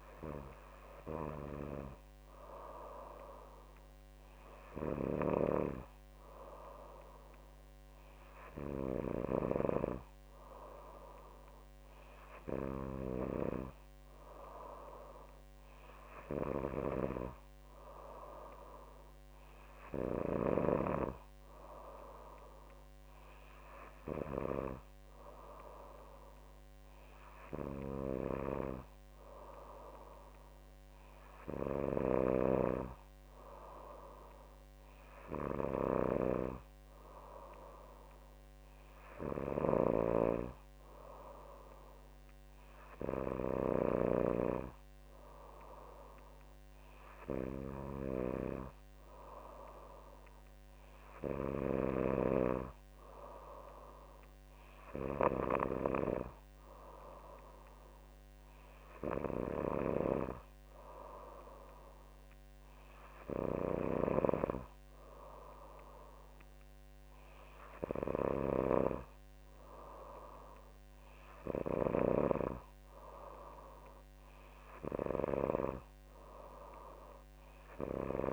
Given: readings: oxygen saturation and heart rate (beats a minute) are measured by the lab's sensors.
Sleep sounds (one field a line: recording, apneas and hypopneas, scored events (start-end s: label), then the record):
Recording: breathing in sleep by a microphone on the trachea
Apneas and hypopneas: none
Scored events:
39.50-44.00 s: snoring (device-marked)
From the record:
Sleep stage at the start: N3 (deep sleep)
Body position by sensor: on the back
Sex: female